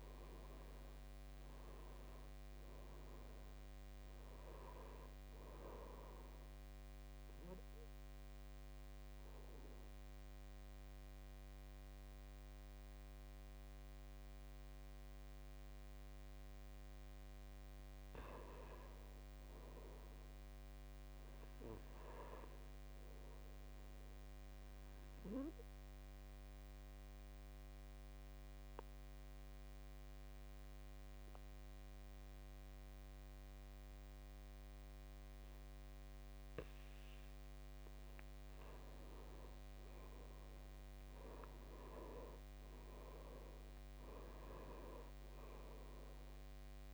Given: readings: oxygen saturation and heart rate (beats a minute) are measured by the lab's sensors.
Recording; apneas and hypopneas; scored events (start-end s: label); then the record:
breathing in sleep by a microphone on the trachea; 2
0.00-20.00 s: oxygen desaturation (device-marked, oxygen 83% lowest, heart rate 50 extreme)
6.00-16.50 s: obstructive apnea (oxygen 98% before, 83% lowest, heart rate 66 before, 50 extreme, up 6 after)
20.00-23.50 s: arousal
25.00-38.00 s: obstructive apnea (oxygen 99% before, 82% lowest, heart rate 58 before, 50 extreme, up 15 after)
30.00-32.00 s: long interval between heartbeats (device-marked, heart rate 58 before, 59 extreme)
40.00-43.50 s: arousal
From the record:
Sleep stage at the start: N2 (light sleep); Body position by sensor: on the back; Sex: male